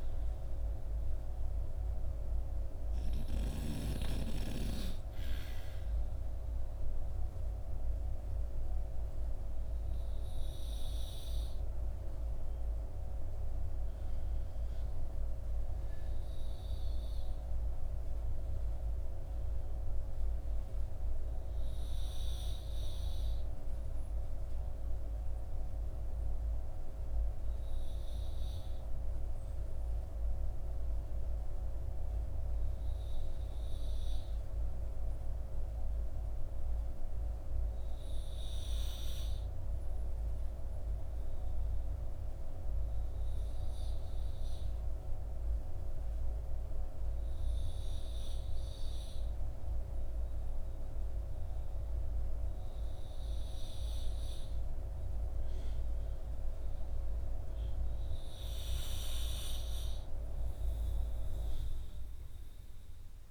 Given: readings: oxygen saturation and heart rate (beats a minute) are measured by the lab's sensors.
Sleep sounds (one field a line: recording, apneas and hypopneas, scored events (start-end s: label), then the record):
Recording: breathing in sleep, hard to hear, by a room microphone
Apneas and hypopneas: 1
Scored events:
0.00-13.00 s: oxygen desaturation (device-marked, oxygen 86% lowest, heart rate 43 extreme)
6.50-59.00 s: obstructive apnea (oxygen 89% before, 84% lowest, heart rate 57 before, 43 extreme, up 6 after)
47.00-63.31 s: oxygen desaturation (device-marked, oxygen 95% before, 86% lowest, heart rate 51 before, 45 extreme)
From the record:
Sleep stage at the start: REM sleep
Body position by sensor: on the back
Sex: male